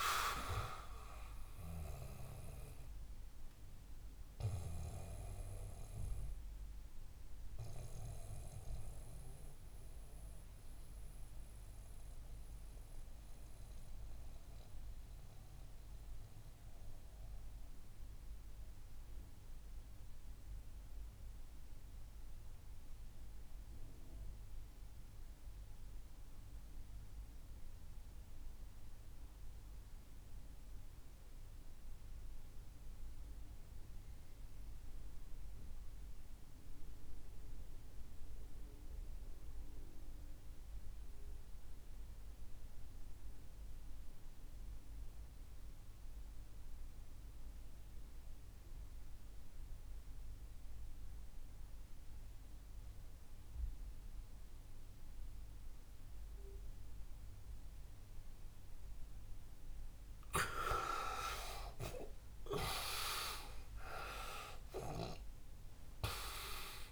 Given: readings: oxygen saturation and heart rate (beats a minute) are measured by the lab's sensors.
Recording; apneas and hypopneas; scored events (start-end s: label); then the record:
breathing in sleep by a room microphone; 1
0.00-21.50 s: oxygen desaturation (device-marked, oxygen 81% lowest, heart rate 57 extreme)
2.50-58.00 s: mixed apnea (oxygen 99% before, 73% lowest, heart rate 66 before, 57 extreme, up 20 after)
36.50-66.50 s: oxygen desaturation (device-marked, oxygen 99% before, 84% lowest, heart rate 64 before, 58 extreme)
61.00-65.50 s: arousal
From the record:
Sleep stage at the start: REM sleep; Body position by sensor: on the back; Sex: male